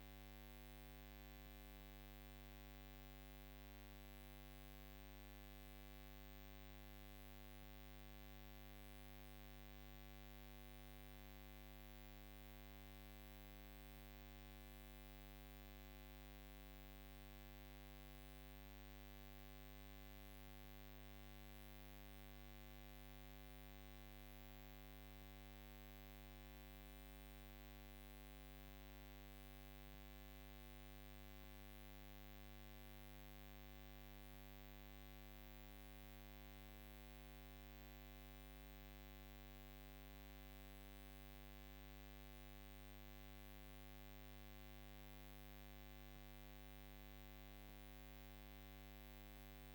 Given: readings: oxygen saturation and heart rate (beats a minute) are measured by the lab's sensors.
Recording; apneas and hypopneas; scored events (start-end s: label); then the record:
breathing in sleep, hard to hear, by a microphone on the trachea; none
none scored
From the record:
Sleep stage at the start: N2 (light sleep); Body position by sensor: on the right side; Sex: female